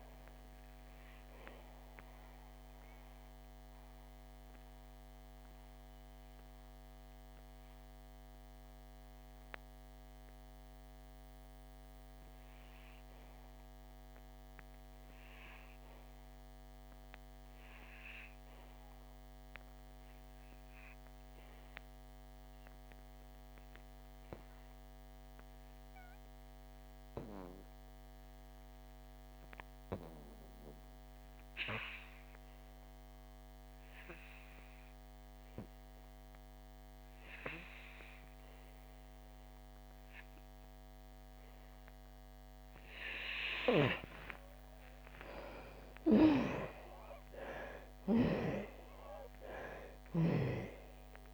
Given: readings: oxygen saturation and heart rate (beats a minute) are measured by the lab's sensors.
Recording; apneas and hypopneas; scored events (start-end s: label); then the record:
breathing in sleep by a microphone on the trachea; 1
0.00-22.50 s: oxygen desaturation (device-marked, oxygen 70% lowest, heart rate 52 extreme)
1.50-43.50 s: mixed apnea (oxygen 97% before, 65% lowest, heart rate 75 before, 52 extreme, up 53 after)
7.50-51.34 s: new sleep stage, REM sleep
33.50-51.34 s: oxygen desaturation (device-marked, oxygen 97% before, 65% lowest, heart rate 63 before, 52 extreme)
44.50-49.00 s: arousal
From the record:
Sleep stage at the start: N2 (light sleep); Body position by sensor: on the back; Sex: female